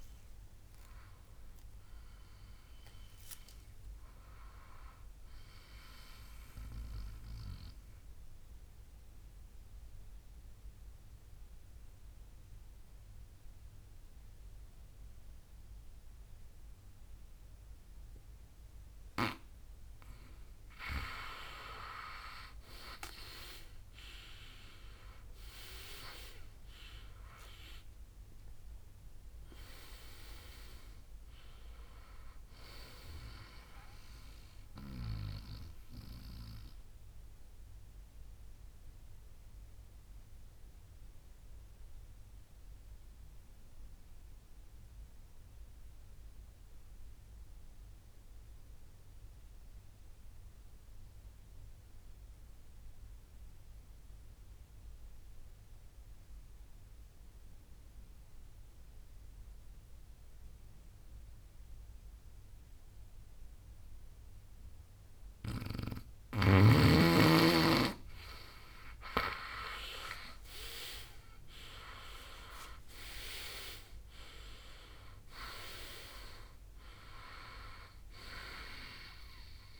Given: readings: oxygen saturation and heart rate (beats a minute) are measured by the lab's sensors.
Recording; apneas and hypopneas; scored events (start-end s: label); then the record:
breathing in sleep by a room microphone; 2
0.00-6.50 s: tachycardia (device-marked, heart rate 112 extreme)
0.00-15.50 s: oxygen desaturation (device-marked, oxygen 94% lowest, heart rate 62 extreme)
7.00-20.50 s: mixed apnea (oxygen 98% before, 93% lowest, heart rate 95 before, 60 extreme, up 12 after)
7.50-9.50 s: long interval between heartbeats (device-marked, heart rate 97 before, 109 extreme)
23.00-27.50 s: arousal
24.50-50.50 s: oxygen desaturation (device-marked, oxygen 99% before, 94% lowest, heart rate 82 before, 57 extreme)
33.50-66.50 s: mixed apnea (oxygen 99% before, 91% lowest, heart rate 70 before, 57 extreme, up 19 after)
65.50-78.50 s: oxygen desaturation (device-marked, oxygen 98% before, 93% lowest, heart rate 61 before, 57 extreme)
70.50-75.00 s: arousal
From the record:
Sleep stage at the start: N2 (light sleep); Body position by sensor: on the back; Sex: male